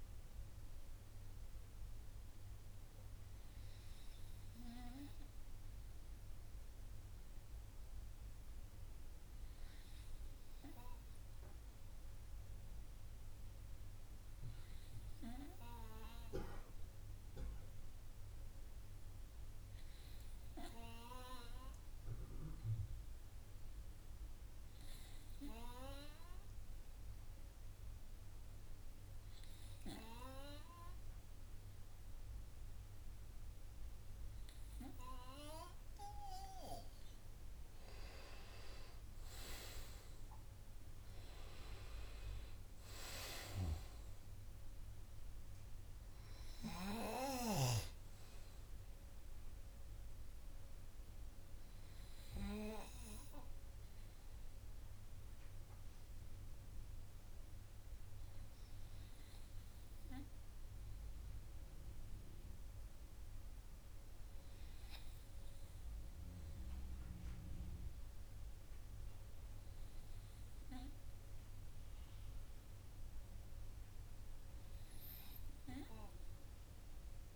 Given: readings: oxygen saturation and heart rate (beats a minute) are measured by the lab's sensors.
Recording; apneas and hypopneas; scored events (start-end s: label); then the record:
breathing in sleep by a room microphone; 1
22.50-36.00 s: hypopnea (oxygen 99% before, 92% lowest, heart rate 57 before, 58 extreme, up 24 after)
30.50-64.50 s: oxygen desaturation (device-marked, oxygen 97% before, 92% lowest, heart rate 59 before, 53 extreme)
37.50-41.00 s: arousal
From the record:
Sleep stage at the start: N2 (light sleep); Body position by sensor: on the right side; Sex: male